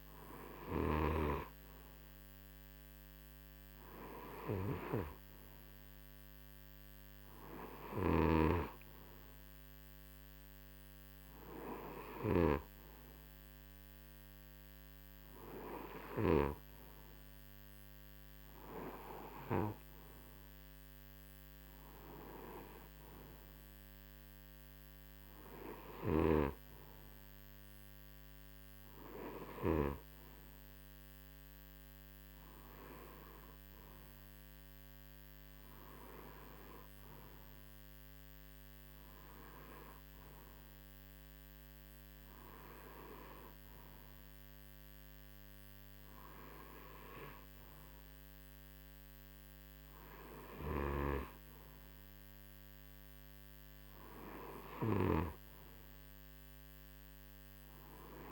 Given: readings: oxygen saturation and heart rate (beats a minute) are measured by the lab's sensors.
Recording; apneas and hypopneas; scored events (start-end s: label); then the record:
breathing in sleep by a microphone on the trachea; none
0.00-1.00 s: snoring (device-marked)
7.50-12.50 s: snoring (device-marked)
50.50-55.00 s: snoring (device-marked)
From the record:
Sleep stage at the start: N2 (light sleep); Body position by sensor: on the right side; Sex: male